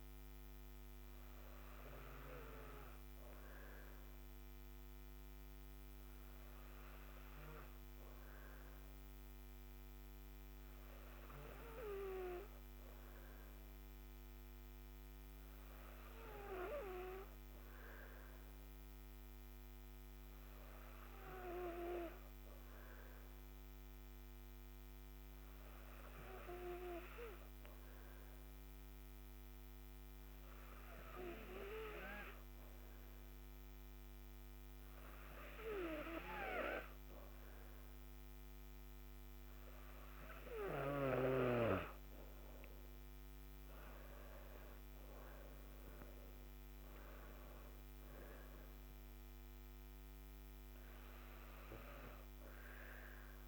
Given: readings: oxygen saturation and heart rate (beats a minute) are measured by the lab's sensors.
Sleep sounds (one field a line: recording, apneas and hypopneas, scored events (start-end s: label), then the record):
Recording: breathing in sleep by a microphone on the trachea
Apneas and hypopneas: none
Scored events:
44.00-48.00 s: arousal
From the record:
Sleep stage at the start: N3 (deep sleep)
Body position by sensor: on the back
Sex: female